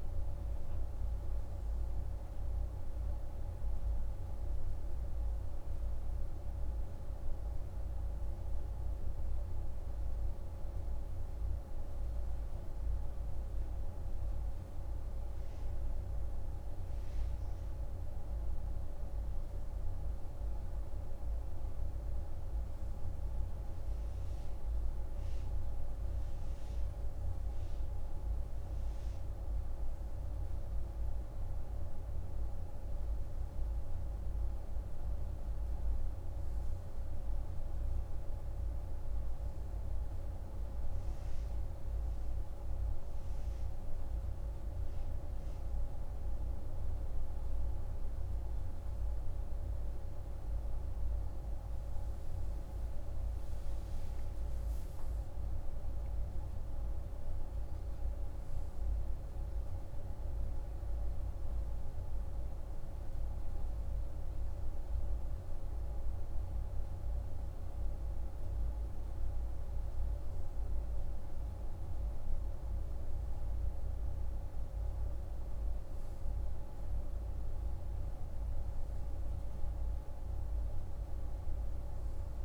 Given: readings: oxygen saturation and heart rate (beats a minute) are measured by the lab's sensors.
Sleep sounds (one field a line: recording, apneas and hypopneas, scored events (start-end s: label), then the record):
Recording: breathing in sleep, hard to hear, by a room microphone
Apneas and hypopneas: none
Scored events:
none scored
From the record:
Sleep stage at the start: N2 (light sleep)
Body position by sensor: on the right side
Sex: male